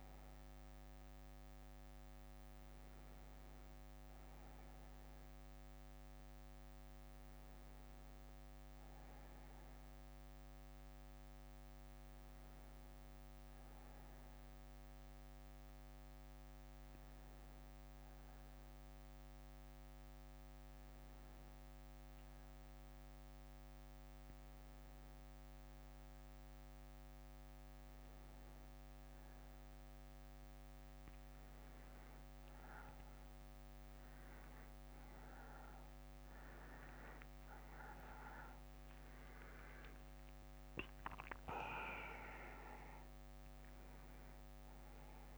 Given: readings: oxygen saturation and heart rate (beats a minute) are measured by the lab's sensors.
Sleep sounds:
breathing in sleep by a microphone on the trachea; 1
0.00-1.50 s: arousal
15.50-27.50 s: hypopnea (oxygen 98% before, 92% lowest, heart rate 61 before, 58 extreme, up 10 after)
33.50-38.50 s: arousal
36.00-45.00 s: oxygen desaturation (device-marked, oxygen 96% before, 94% lowest, heart rate 63 before, 55 extreme)
From the record:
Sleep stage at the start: N1 (lightest sleep); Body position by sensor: on the back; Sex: male

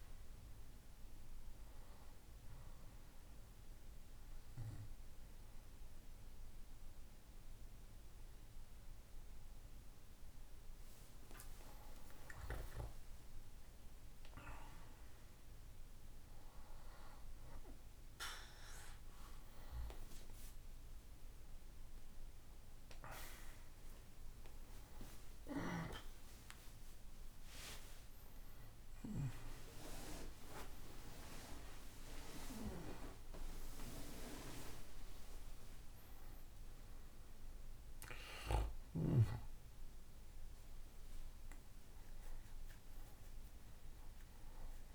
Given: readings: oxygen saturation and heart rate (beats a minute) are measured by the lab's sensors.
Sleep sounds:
a person partly awake in a sleep study, by a room microphone; 1
1.00-11.00 s: obstructive apnea (oxygen 99% before, 95% lowest, heart rate 79 before, 64 extreme, up 14 after)
1.50-44.95 s: new sleep stage, N1 (lightest sleep)
14.00-19.00 s: arousal
41.00-44.95 s: arousal
From the record:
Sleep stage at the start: awake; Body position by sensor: on the back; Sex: male

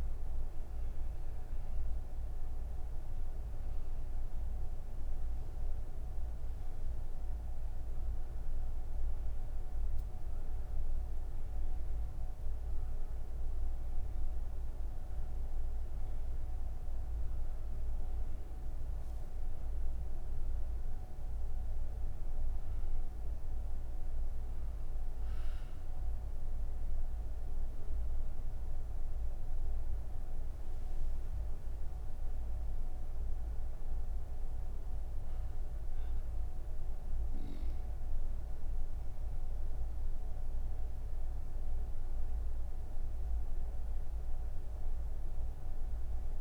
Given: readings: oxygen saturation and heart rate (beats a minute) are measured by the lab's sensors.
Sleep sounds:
breathing in sleep, hard to hear, by a room microphone; none
8.00-37.00 s: oxygen desaturation (device-marked, oxygen 96% before, 90% lowest, heart rate 180 before, 149 extreme)
From the record:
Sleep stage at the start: N2 (light sleep); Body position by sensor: on the right side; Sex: female

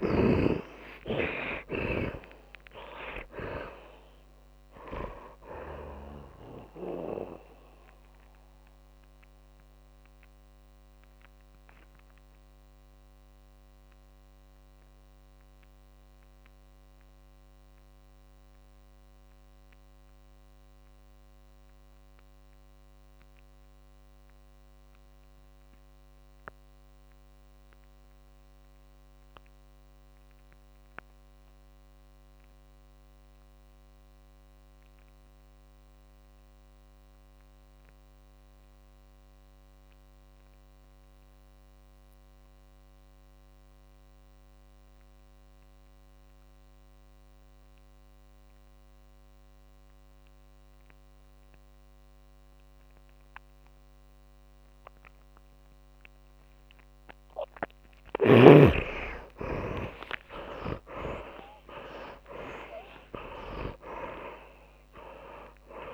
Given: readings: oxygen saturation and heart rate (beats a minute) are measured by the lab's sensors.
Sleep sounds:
breathing in sleep by a microphone on the trachea; 1
0.00-1.00 s: arousal
0.00-26.00 s: oxygen desaturation (device-marked, oxygen 71% lowest, heart rate 77 extreme)
8.00-65.94 s: tachycardia (device-marked)
9.00-57.50 s: mixed apnea (oxygen 100% before, 64% lowest, heart rate 127 before, 119 extreme)
33.00-65.94 s: oxygen desaturation (device-marked, oxygen 100% before, 64% lowest, heart rate 133 before, 136 extreme)
59.00-64.50 s: arousal
From the record:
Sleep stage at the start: REM sleep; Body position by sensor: on the back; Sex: male

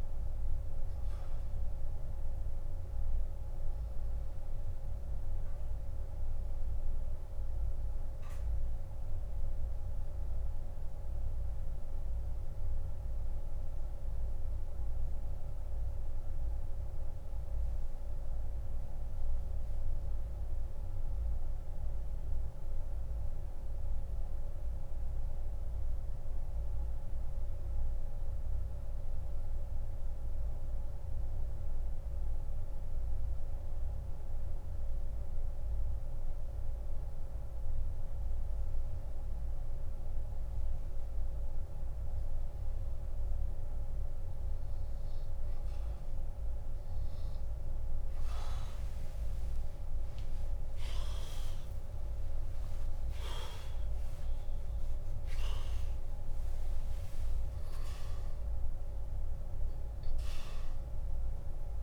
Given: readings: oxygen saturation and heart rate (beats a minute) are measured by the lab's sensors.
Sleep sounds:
breathing in sleep, hard to hear, by a room microphone; 1
0.00-17.00 s: oxygen desaturation (device-marked, oxygen 93% lowest)
9.50-40.00 s: central apnea (oxygen 98% before, 87% lowest)
19.00-37.00 s: oxygen desaturation (device-marked, oxygen 93% before, 87% lowest, heart rate 31 before, 39 extreme)
49.00-54.00 s: arousal
From the record:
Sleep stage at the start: N2 (light sleep); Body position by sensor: on the back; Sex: male

